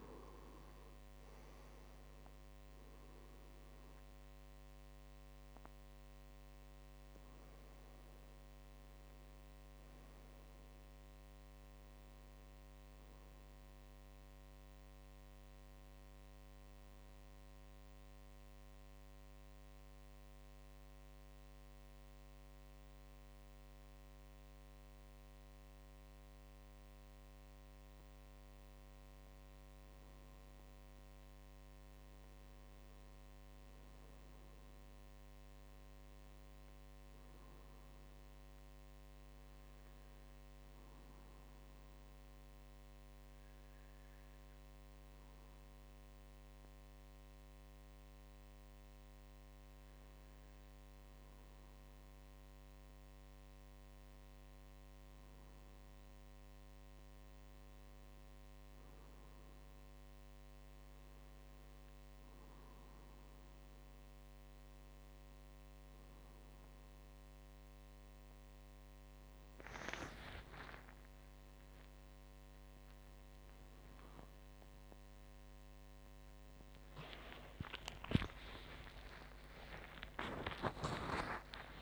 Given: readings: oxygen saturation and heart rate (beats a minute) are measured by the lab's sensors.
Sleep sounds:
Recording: a person partly awake in a sleep study, by a microphone on the trachea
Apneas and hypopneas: 2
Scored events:
0.00-19.00 s: oxygen desaturation (device-marked, oxygen 93% lowest, heart rate 57 extreme)
4.00-8.00 s: arousal
17.00-28.00 s: central apnea (oxygen 98% before, 95% lowest, heart rate 64 before, 56 extreme, up 3 after)
30.50-34.50 s: arousal
41.00-54.00 s: obstructive apnea (oxygen 98% before, 95% lowest, heart rate 59 before, 56 extreme, up 4 after)
55.00-81.81 s: new sleep stage, awake
75.00-81.81 s: tachycardia (device-marked, heart rate 60 before, 174 extreme)
From the record:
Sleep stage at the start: N2 (light sleep)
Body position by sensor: on the back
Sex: male

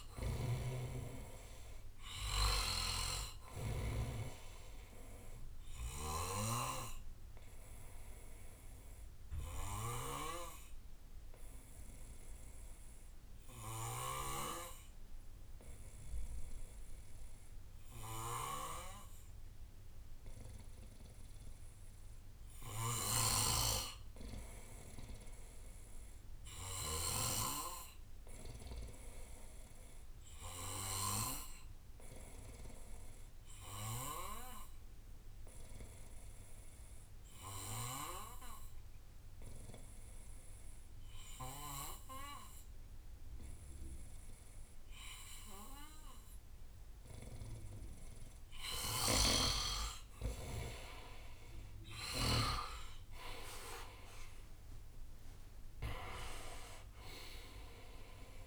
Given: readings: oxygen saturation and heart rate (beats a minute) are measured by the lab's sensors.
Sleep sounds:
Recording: breathing in sleep by a room microphone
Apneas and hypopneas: 2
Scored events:
0.00-6.00 s: snoring (device-marked)
0.00-17.00 s: oxygen desaturation (device-marked, oxygen 91% lowest, heart rate 57 extreme)
8.00-21.00 s: obstructive apnea (oxygen 98% before, 88% lowest, heart rate 64 before, 58 extreme, up 5 after)
9.00-15.00 s: bradycardia (device-marked, heart rate 64 before, 57 extreme)
22.50-27.00 s: snoring (device-marked)
24.00-28.00 s: arousal
28.00-41.00 s: oxygen desaturation (device-marked, oxygen 97% before, 93% lowest, heart rate 60 before, 59 extreme)
34.50-49.00 s: obstructive apnea (oxygen 97% before, 88% lowest, heart rate 61 before, 56 extreme, up 19 after)
46.00-58.47 s: oxygen desaturation (device-marked, oxygen 94% before, 88% lowest, heart rate 63 before, 56 extreme)
48.50-52.50 s: snoring (device-marked)
51.50-56.50 s: arousal
52.00-58.47 s: drop in pulse transit time (device-marked, heart rate 63 before, 65 extreme)
From the record:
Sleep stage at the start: N2 (light sleep)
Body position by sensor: on the back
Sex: male

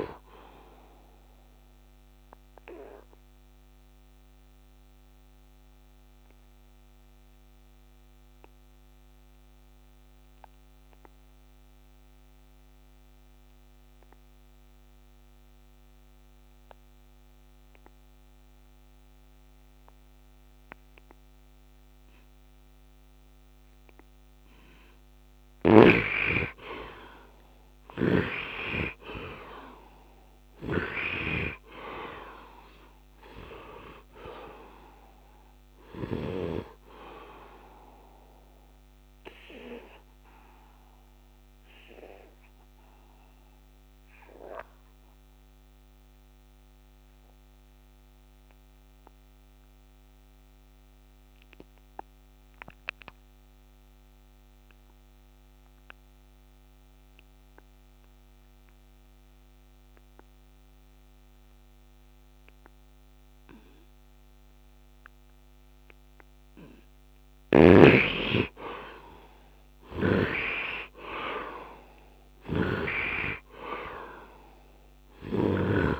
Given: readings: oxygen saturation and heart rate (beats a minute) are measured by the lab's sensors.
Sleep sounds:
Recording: breathing in sleep by a microphone on the trachea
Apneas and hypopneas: 2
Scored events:
0.00-10.50 s: oxygen desaturation (device-marked, oxygen 80% lowest)
0.00-14.50 s: bradycardia (device-marked)
1.00-22.50 s: obstructive apnea (oxygen 99% before, 77% lowest)
20.50-47.50 s: oxygen desaturation (device-marked, oxygen 99% before, 81% lowest)
25.50-28.00 s: arousal
30.00-36.00 s: snoring (device-marked)
39.50-65.00 s: obstructive apnea (oxygen 99% before, 75% lowest)
60.50-76.00 s: oxygen desaturation (device-marked, oxygen 99% before, 75% lowest)
67.00-73.00 s: arousal
74.50-76.00 s: snoring (device-marked)
From the record:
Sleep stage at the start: N2 (light sleep)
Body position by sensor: on the right side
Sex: male

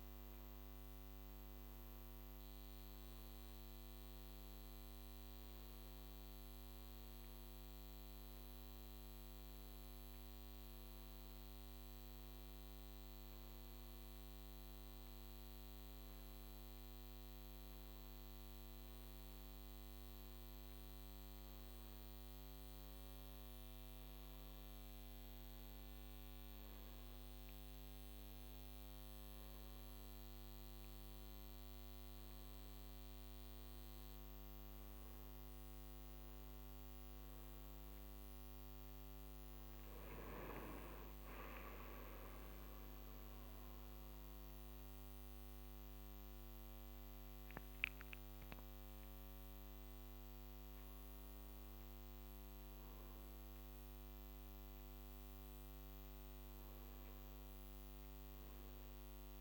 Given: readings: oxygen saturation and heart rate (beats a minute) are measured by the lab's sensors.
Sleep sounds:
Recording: breathing in sleep, hard to hear, by a microphone on the trachea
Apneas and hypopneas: none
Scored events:
none scored
From the record:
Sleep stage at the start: N1 (lightest sleep)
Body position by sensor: on the back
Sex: male

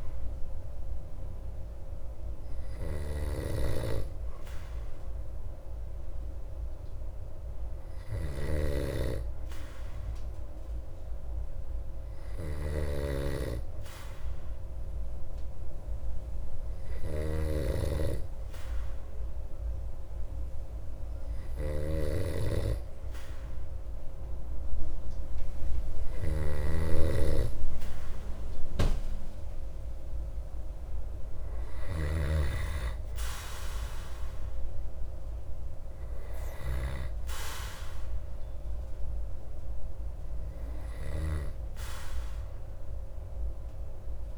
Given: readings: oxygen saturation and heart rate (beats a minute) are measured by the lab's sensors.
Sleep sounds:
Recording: breathing in sleep by a room microphone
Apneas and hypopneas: 1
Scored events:
0.00-32.50 s: snoring (device-marked)
15.50-29.50 s: hypopnea (oxygen 95% before, 92% lowest)
34.50-39.00 s: arousal
From the record:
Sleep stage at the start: N2 (light sleep)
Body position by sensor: on the back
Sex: male

